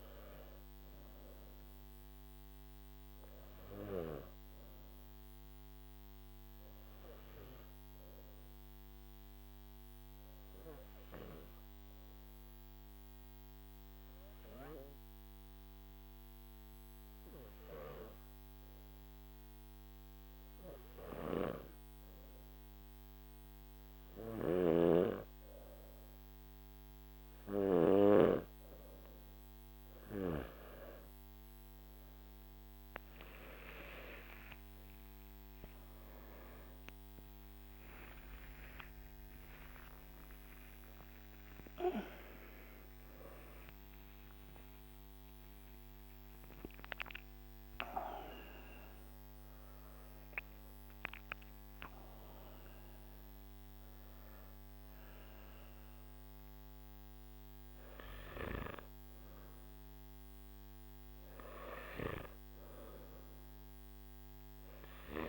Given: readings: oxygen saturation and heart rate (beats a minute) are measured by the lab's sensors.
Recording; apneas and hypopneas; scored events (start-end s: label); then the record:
breathing in sleep by a microphone on the trachea; 1
9.50-22.50 s: obstructive apnea (oxygen 97% before, 93% lowest, heart rate 59 before, 52 extreme, up 10 after)
24.00-27.50 s: snoring (device-marked)
29.00-49.00 s: oxygen desaturation (device-marked, oxygen 98% before, 93% lowest, heart rate 53 before, 53 extreme)
43.00-45.00 s: long interval between heartbeats (device-marked, heart rate 61 before, 82 extreme)
From the record:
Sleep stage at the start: N2 (light sleep); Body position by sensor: on the back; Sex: male